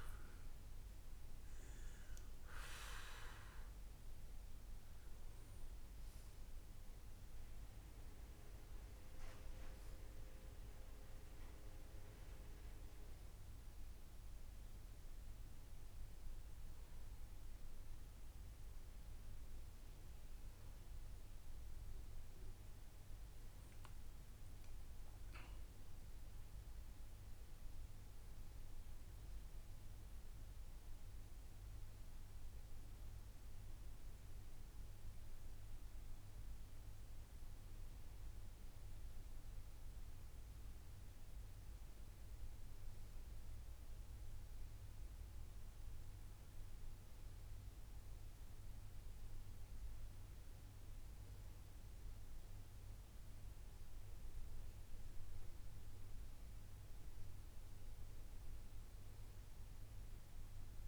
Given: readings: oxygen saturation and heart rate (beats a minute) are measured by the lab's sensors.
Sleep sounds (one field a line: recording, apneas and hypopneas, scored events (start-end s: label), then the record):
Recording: breathing in sleep, hard to hear, by a room microphone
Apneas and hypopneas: none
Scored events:
none scored
From the record:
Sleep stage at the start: N1 (lightest sleep)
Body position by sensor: on the back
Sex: male